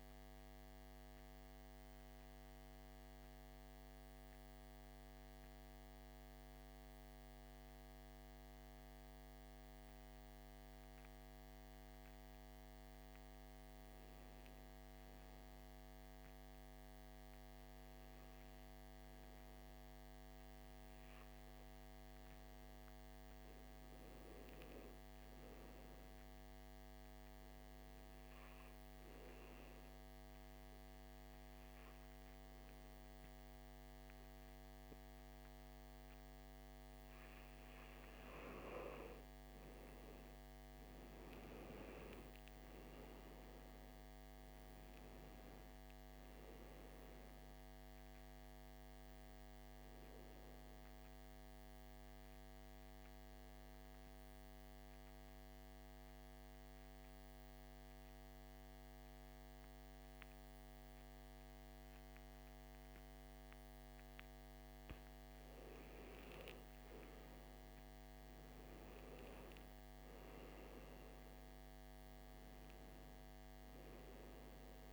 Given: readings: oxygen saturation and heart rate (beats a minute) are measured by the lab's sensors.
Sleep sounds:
breathing in sleep, hard to hear, by a microphone on the trachea; 3
0.00-1.00 s: oxygen desaturation (device-marked, oxygen 90% lowest, heart rate 54 extreme)
1.00-74.93 s: new sleep stage, N2 (light sleep)
3.50-13.50 s: central apnea (oxygen 98% before, 91% lowest, heart rate 65 before, 54 extreme, up 5 after)
16.50-20.00 s: arousal
22.00-43.00 s: oxygen desaturation (device-marked, oxygen 98% before, 91% lowest, heart rate 56 before, 59 extreme)
27.50-37.50 s: hypopnea (oxygen 99% before, 91% lowest, heart rate 57 before, 60 extreme, up 6 after)
42.50-46.50 s: arousal
53.00-64.00 s: obstructive apnea (oxygen 96% before, 88% lowest, heart rate 64 before, 56 extreme, up 7 after)
66.00-71.00 s: arousal
70.00-74.93 s: oxygen desaturation (device-marked, oxygen 97% before, 91% lowest, heart rate 61 before, 56 extreme)
From the record:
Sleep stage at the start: N1 (lightest sleep); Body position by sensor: on the back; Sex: male

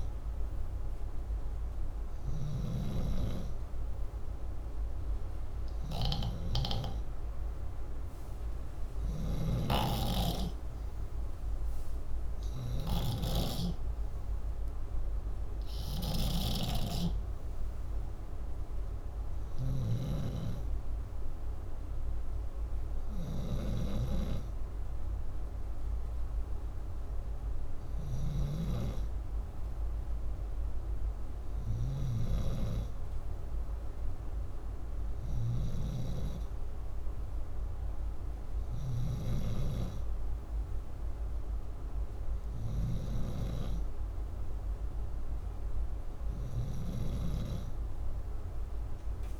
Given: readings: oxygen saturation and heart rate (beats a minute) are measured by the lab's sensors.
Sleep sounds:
breathing in sleep by a room microphone; none
0.00-2.50 s: snoring (device-marked)
8.50-19.50 s: snoring (device-marked)
35.00-39.00 s: snoring (device-marked)
41.00-47.00 s: oxygen desaturation (device-marked, oxygen 97% before, 94% lowest, heart rate 64 before, 61 extreme)
From the record:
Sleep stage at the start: N2 (light sleep); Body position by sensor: upright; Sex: male

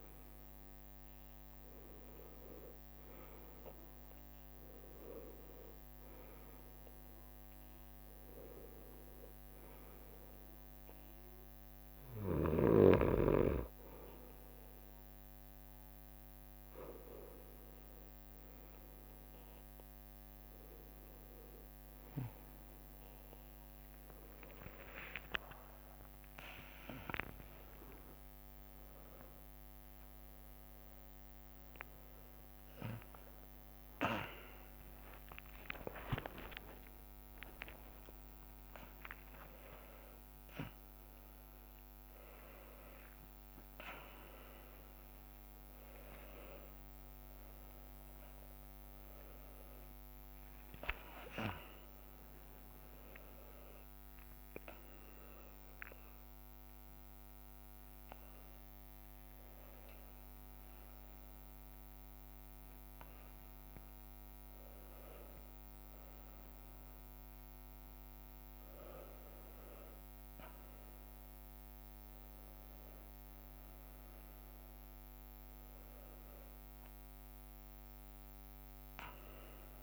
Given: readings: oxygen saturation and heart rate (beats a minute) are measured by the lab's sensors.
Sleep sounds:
a person awake in a sleep study, by a microphone on the trachea; none
0.50-5.00 s: leg movement (device-marked)
15.50-79.83 s: new sleep stage, awake
17.00-19.50 s: leg movement (device-marked)
23.50-29.50 s: tachycardia (device-marked, heart rate 67 before, 127 extreme)
27.50-29.50 s: long interval between heartbeats (device-marked, heart rate 73 before, 125 extreme)
36.00-38.00 s: long interval between heartbeats (device-marked, heart rate 89 before, 79 extreme)
36.50-39.50 s: tachycardia (device-marked, heart rate 68 before, 100 extreme)
38.00-40.00 s: long interval between heartbeats (device-marked, heart rate 91 before, 97 extreme)
38.50-39.50 s: drop in pulse transit time (device-marked, heart rate 93 before, 97 extreme)
41.50-48.50 s: drop in pulse transit time (device-marked, heart rate 98 before, 83 extreme)
43.50-48.50 s: tachycardia (device-marked, heart rate 69 before, 118 extreme)
44.50-46.50 s: long interval between heartbeats (device-marked, heart rate 101 before, 100 extreme)
47.50-49.50 s: long interval between heartbeats (device-marked, heart rate 103 before, 117 extreme)
50.00-52.00 s: long interval between heartbeats (device-marked, heart rate 102 before, 117 extreme)
56.50-61.50 s: tachycardia (device-marked, heart rate 70 before, 106 extreme)
58.00-59.50 s: leg movement (device-marked)
58.00-60.00 s: long interval between heartbeats (device-marked, heart rate 100 before, 88 extreme)
60.00-62.00 s: long interval between heartbeats (device-marked, heart rate 100 before, 106 extreme)
62.50-70.50 s: drop in pulse transit time (device-marked, heart rate 100 before, 77 extreme)
73.50-76.50 s: leg movement (device-marked)
From the record:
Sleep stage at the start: N2 (light sleep); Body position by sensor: on the right side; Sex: male

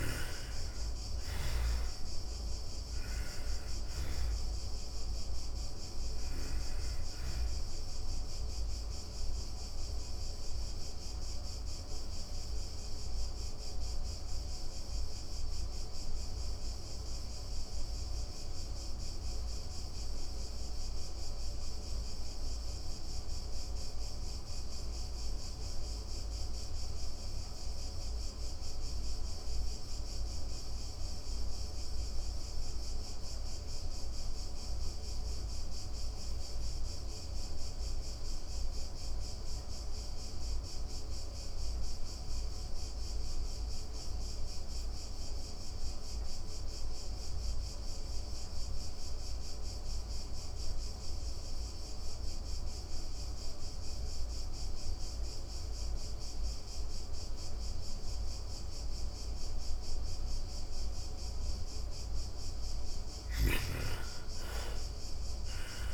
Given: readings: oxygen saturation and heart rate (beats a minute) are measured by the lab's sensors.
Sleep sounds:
breathing in sleep, hard to hear, by a room microphone; 1
0.00-11.00 s: oxygen desaturation (device-marked, oxygen 77% lowest, heart rate 115 extreme)
9.00-60.00 s: obstructive apnea (oxygen 98% before, 62% lowest, heart rate 145 before, 93 extreme, up 21 after)
13.00-29.00 s: oxygen desaturation (device-marked, oxygen 83% before, 72% lowest, heart rate 147 before, 93 extreme)
37.00-65.94 s: oxygen desaturation (device-marked, oxygen 99% before, 62% lowest, heart rate 128 before, 93 extreme)
62.00-65.50 s: snoring (device-marked)
62.00-65.94 s: arousal
From the record:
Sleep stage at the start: N2 (light sleep); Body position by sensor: on the back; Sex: female

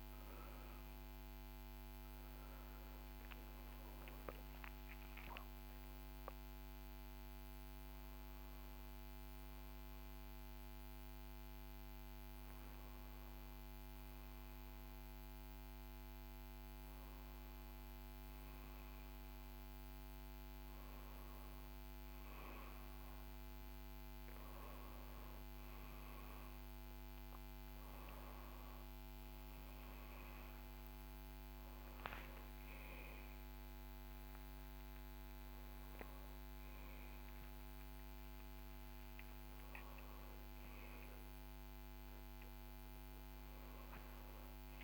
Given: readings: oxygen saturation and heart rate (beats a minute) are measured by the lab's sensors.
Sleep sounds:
a person awake in a sleep study, hard to hear, by a microphone on the trachea; none
none scored
From the record:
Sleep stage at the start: awake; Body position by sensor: upright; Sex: male

